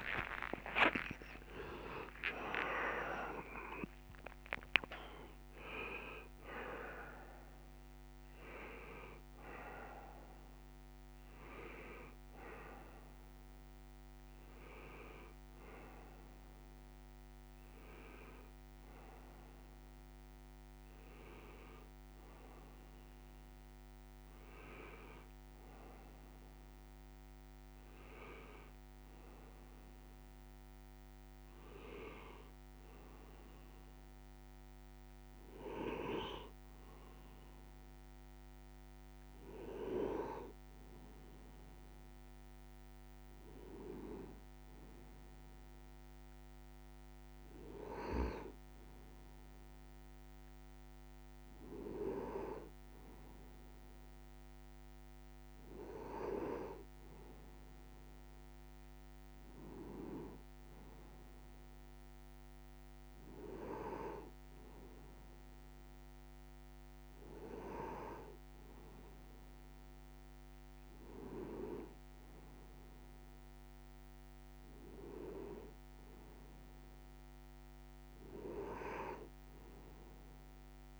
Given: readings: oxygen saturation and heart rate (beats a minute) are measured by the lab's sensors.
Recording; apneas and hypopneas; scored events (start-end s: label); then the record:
a person partly awake in a sleep study, by a microphone on the trachea; none
5.50-31.50 s: oxygen desaturation (device-marked, oxygen 94% before, 89% lowest, heart rate 116 before, 58 extreme)
20.50-80.50 s: new sleep stage, N1 (lightest sleep)
80.50-81.00 s: new sleep stage, N2 (light sleep)
From the record:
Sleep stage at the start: awake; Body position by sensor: on the right side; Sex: male